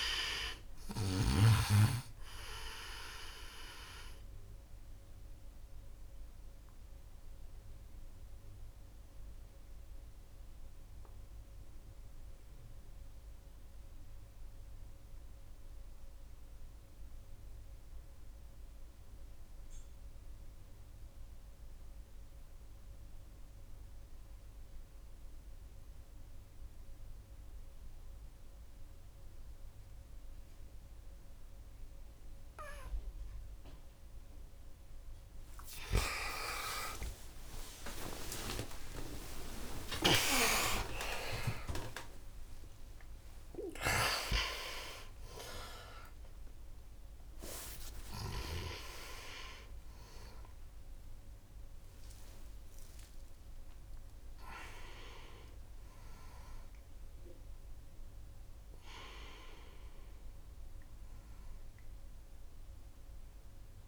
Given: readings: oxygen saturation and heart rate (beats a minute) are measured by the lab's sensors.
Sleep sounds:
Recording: breathing in sleep by a room microphone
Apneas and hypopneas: 1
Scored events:
0.00-1.00 s: snoring (device-marked)
0.00-24.00 s: oxygen desaturation (device-marked, oxygen 88% lowest, heart rate 35 extreme)
5.50-34.00 s: obstructive apnea (oxygen 99% before, 87% lowest)
34.50-36.50 s: long interval between heartbeats (device-marked, heart rate 72 before, 74 extreme)
37.00-41.00 s: arousal
37.50-39.50 s: long interval between heartbeats (device-marked, heart rate 73 before, 96 extreme)
38.00-62.00 s: oxygen desaturation (device-marked, oxygen 97% before, 87% lowest)
39.50-41.50 s: long interval between heartbeats (device-marked, heart rate 76 before, 143 extreme)
41.50-43.50 s: long interval between heartbeats (device-marked, heart rate 84 before, 131 extreme)
42.00-63.88 s: new sleep stage, N1 (lightest sleep)
44.00-58.00 s: bradycardia (device-marked)
From the record:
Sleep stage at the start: N2 (light sleep)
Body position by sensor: on the right side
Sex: male

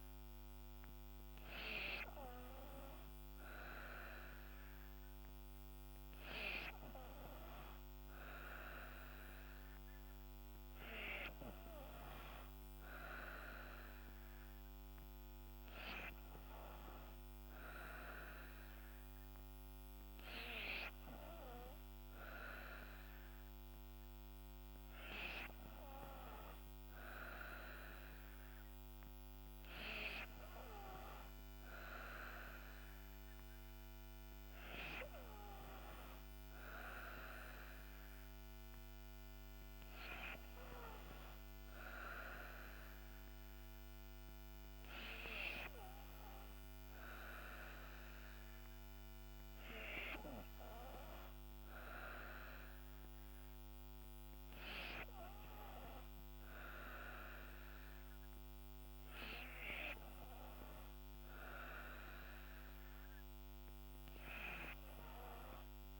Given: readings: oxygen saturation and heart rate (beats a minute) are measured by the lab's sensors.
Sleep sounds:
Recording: breathing in sleep by a microphone on the trachea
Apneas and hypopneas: none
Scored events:
none scored
From the record:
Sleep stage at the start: N3 (deep sleep)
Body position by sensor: on the back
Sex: female

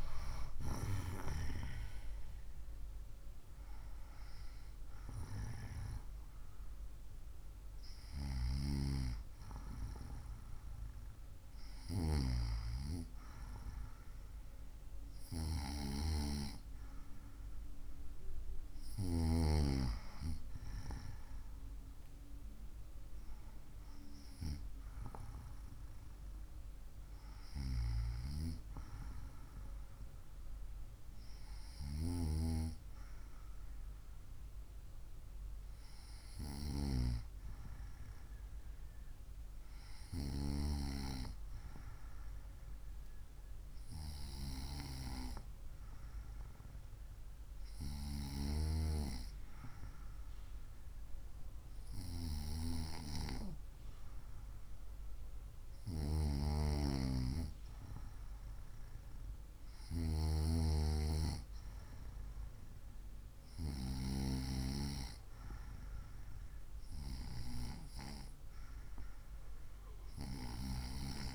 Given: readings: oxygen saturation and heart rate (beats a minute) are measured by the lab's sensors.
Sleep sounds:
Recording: breathing in sleep by a room microphone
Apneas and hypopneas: none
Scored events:
none scored
From the record:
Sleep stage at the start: N2 (light sleep)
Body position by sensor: on the right side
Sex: female

